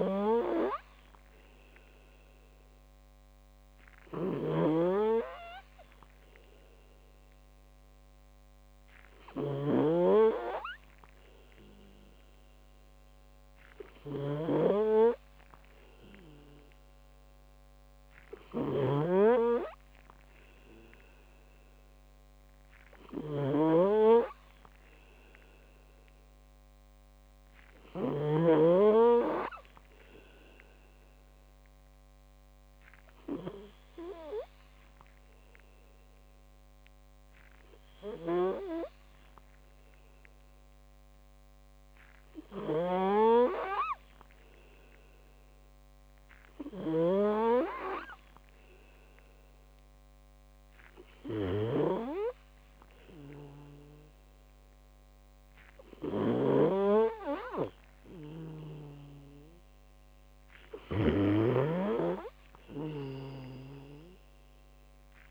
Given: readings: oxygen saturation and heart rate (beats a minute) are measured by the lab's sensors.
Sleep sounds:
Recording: breathing in sleep by a microphone on the trachea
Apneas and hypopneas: 1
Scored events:
0.00-28.50 s: snoring (device-marked)
28.50-31.50 s: arousal
34.00-50.00 s: obstructive apnea (oxygen 95% before, 93% lowest)
42.50-65.31 s: snoring (device-marked)
51.50-55.00 s: arousal
From the record:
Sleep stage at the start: N2 (light sleep)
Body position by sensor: on the back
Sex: male

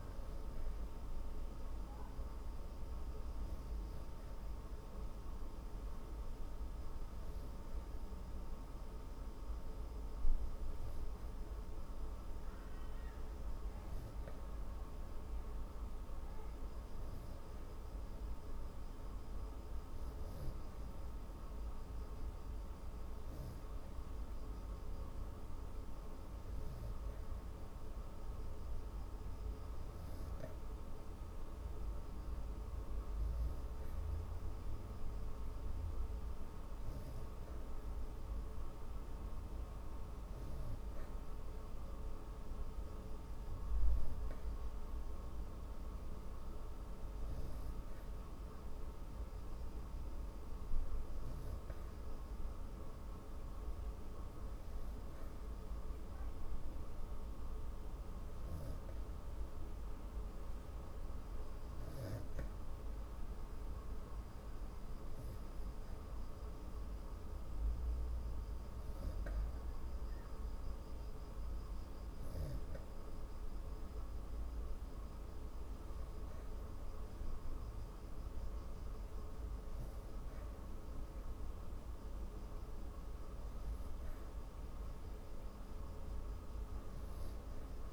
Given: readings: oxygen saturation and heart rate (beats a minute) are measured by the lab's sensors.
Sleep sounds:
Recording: breathing in sleep, hard to hear, by a room microphone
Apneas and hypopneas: none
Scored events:
none scored
From the record:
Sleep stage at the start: N3 (deep sleep)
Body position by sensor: on the back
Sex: female

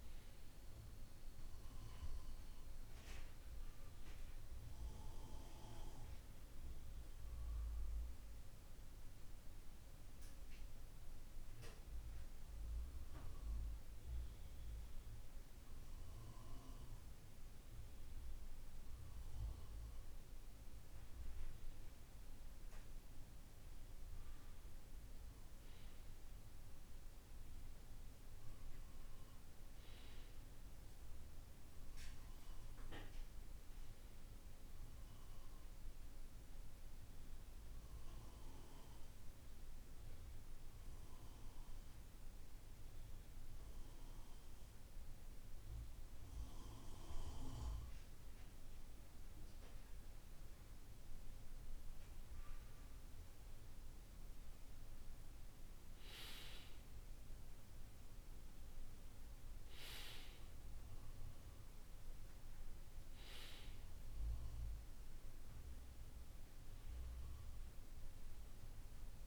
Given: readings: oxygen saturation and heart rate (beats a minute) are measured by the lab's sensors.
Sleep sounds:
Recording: breathing in sleep by a room microphone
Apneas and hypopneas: 2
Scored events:
2.50-18.00 s: hypopnea (oxygen 96% before, 94% lowest, heart rate 51 before, 49 extreme, up 2 after)
21.00-25.50 s: arousal
37.00-52.00 s: obstructive apnea (oxygen 96% before, 94% lowest, heart rate 51 before, 49 extreme, up 3 after)
54.50-58.50 s: arousal
From the record:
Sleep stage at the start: N2 (light sleep)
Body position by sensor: on the back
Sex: male

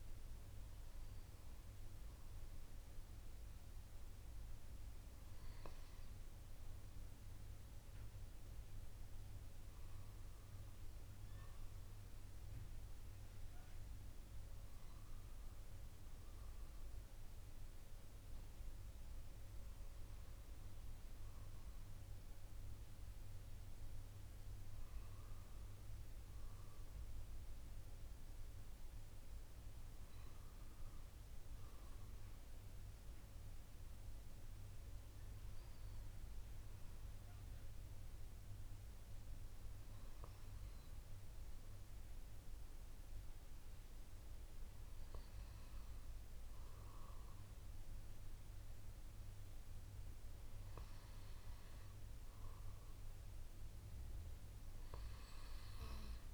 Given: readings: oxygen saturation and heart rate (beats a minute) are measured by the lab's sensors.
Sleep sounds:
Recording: breathing in sleep, hard to hear, by a room microphone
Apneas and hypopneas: none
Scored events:
none scored
From the record:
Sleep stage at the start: N2 (light sleep)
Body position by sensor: on the left side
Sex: male

